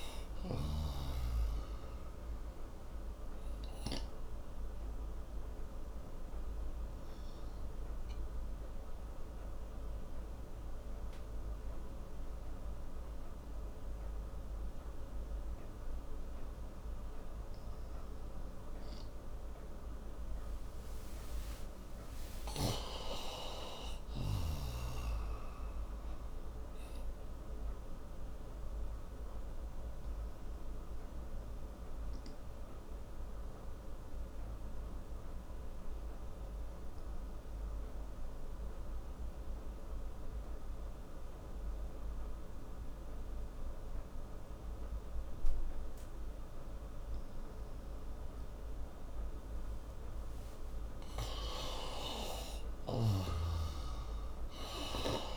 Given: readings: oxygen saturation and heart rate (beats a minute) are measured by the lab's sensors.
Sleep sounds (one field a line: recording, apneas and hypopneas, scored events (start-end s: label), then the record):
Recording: breathing in sleep by a room microphone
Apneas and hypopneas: 2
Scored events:
4.00-20.50 s: obstructive apnea (oxygen 97% before, 88% lowest)
16.00-25.00 s: oxygen desaturation (device-marked, oxygen 95% before, 92% lowest)
21.50-24.00 s: arousal
26.00-50.00 s: obstructive apnea (oxygen 97% before, 88% lowest)
39.00-51.00 s: oxygen desaturation (device-marked, oxygen 95% before, 91% lowest)
51.00-55.37 s: arousal
53.00-55.37 s: snoring (device-marked)
From the record:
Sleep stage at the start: N2 (light sleep)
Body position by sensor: on the right side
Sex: male